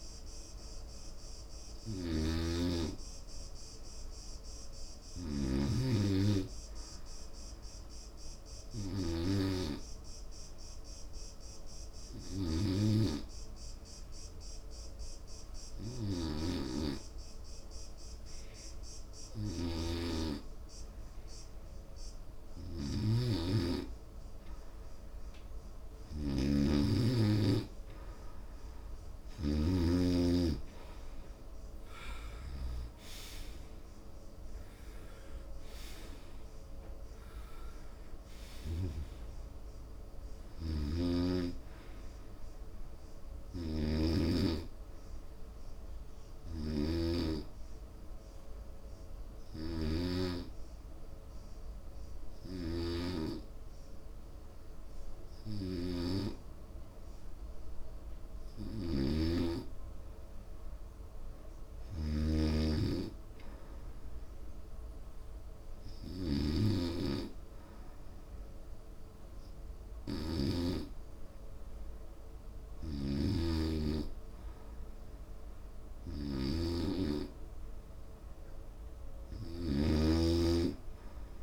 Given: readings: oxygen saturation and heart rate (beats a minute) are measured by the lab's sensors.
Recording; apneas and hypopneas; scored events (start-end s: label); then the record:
breathing in sleep by a room microphone; 2
0.00-2.00 s: arousal
4.00-14.00 s: oxygen desaturation (device-marked, oxygen 96% before, 91% lowest, heart rate 73 before, 66 extreme)
9.00-22.50 s: hypopnea (oxygen 96% before, 90% lowest, heart rate 72 before, 66 extreme, up 7 after)
25.00-49.00 s: oxygen desaturation (device-marked, oxygen 97% before, 91% lowest, heart rate 68 before, 68 extreme)
26.50-31.50 s: arousal
44.00-47.50 s: snoring (device-marked)
47.50-73.50 s: hypopnea (oxygen 96% before, 90% lowest, heart rate 80 before, 68 extreme, up 4 after)
74.50-79.00 s: arousal
80.00-81.43 s: snoring (device-marked)
From the record:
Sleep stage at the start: N2 (light sleep); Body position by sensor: on the right side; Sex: male